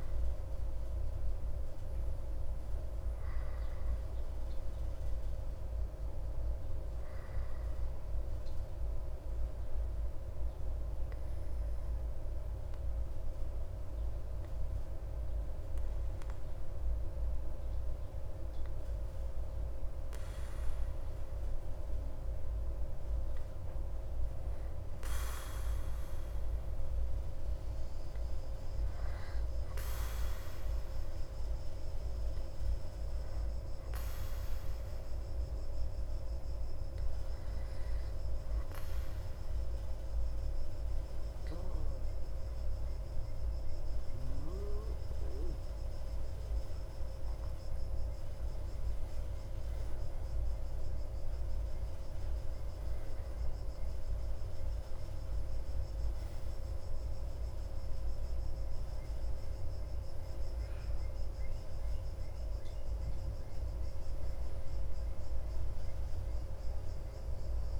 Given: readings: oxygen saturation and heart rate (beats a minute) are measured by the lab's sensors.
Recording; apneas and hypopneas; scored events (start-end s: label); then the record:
breathing in sleep, hard to hear, by a room microphone; 2
9.50-21.50 s: hypopnea (oxygen 98% before, 96% lowest)
23.50-27.50 s: arousal
35.50-46.50 s: obstructive apnea (oxygen 98% before, 96% lowest)
48.00-52.50 s: arousal
From the record:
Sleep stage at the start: N2 (light sleep); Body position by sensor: on the back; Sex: male